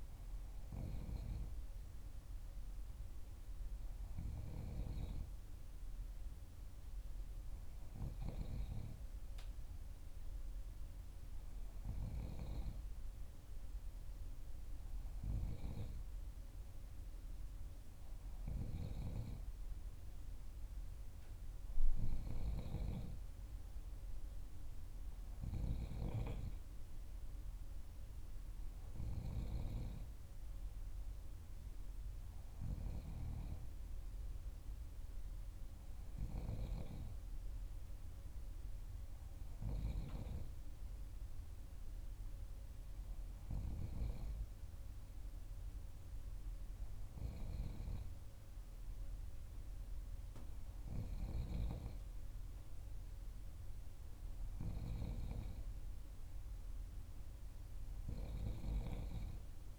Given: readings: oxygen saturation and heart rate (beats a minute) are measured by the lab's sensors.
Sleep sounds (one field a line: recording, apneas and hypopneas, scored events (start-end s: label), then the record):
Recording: breathing in sleep by a room microphone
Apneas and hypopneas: none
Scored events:
none scored
From the record:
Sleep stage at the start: N3 (deep sleep)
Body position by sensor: on the back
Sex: female